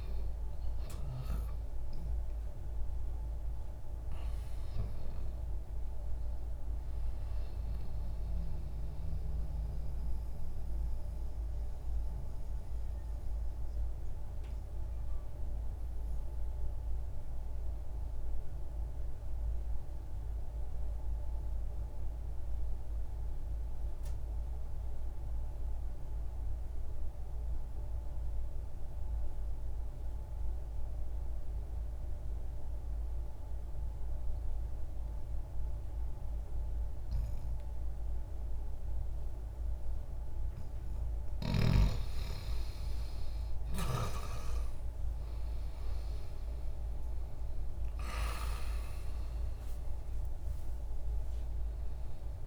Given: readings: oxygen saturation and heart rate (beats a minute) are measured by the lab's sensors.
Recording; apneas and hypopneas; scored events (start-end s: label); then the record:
breathing in sleep, hard to hear, by a room microphone; 1
0.00-27.50 s: oxygen desaturation (device-marked, oxygen 85% lowest, heart rate 59 extreme)
8.00-40.00 s: mixed apnea (oxygen 98% before, 80% lowest, heart rate 61 before, 59 extreme, up 1 after)
35.50-52.47 s: oxygen desaturation (device-marked, oxygen 97% before, 86% lowest, heart rate 60 before, 60 extreme)
43.00-47.50 s: arousal
From the record:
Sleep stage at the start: N2 (light sleep); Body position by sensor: on the left side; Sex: male